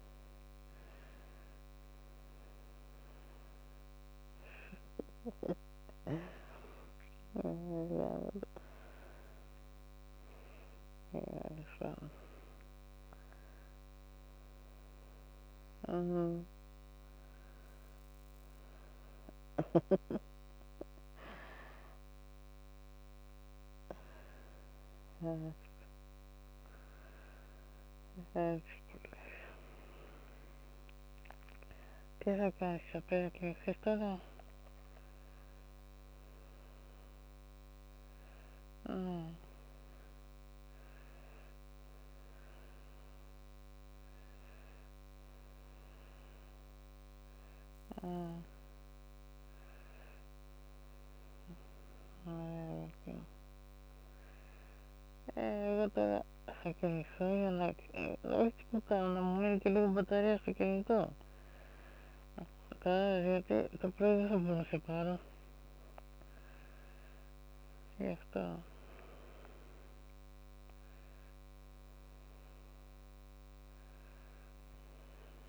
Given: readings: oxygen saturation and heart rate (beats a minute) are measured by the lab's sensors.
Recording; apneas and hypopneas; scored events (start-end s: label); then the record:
a person awake in a sleep study, by a microphone on the trachea; none
15.50-32.50 s: snoring (device-marked)
36.00-75.48 s: new sleep stage, awake
52.00-57.00 s: snoring (device-marked)
59.00-63.00 s: snoring (device-marked)
From the record:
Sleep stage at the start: N2 (light sleep); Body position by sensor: on the back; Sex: female